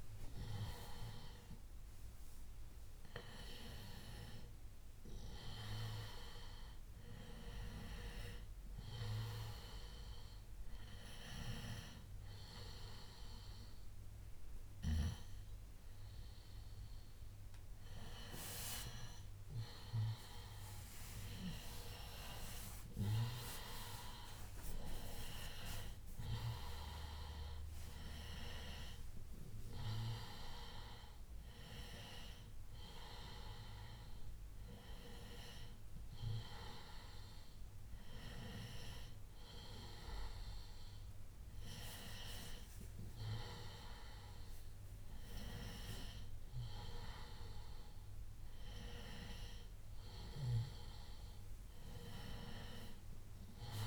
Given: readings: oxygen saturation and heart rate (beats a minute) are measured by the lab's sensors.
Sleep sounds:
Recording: a person awake in a sleep study, by a room microphone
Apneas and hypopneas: none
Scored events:
30.00-53.87 s: new sleep stage, N1 (lightest sleep)
From the record:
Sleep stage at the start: awake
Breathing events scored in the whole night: 284 in 4.1 hours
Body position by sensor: on the back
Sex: male

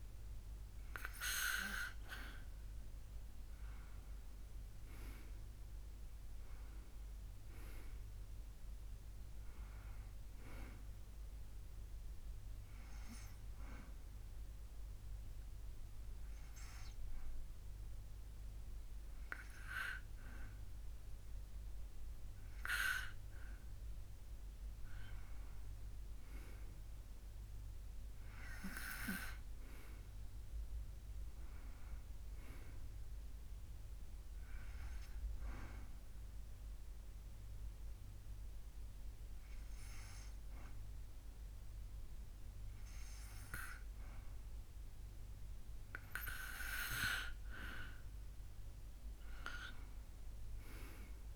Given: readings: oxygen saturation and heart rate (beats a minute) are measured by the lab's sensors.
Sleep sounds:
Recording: breathing in sleep by a room microphone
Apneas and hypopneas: 2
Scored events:
12.50-23.50 s: hypopnea (oxygen 97% before, 94% lowest, heart rate 77 before, 76 extreme, up 5 after)
25.00-28.00 s: arousal
35.00-46.50 s: hypopnea (oxygen 97% before, 93% lowest, heart rate 78 before, 76 extreme, up 7 after)
From the record:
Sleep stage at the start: N2 (light sleep)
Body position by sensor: on the back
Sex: male

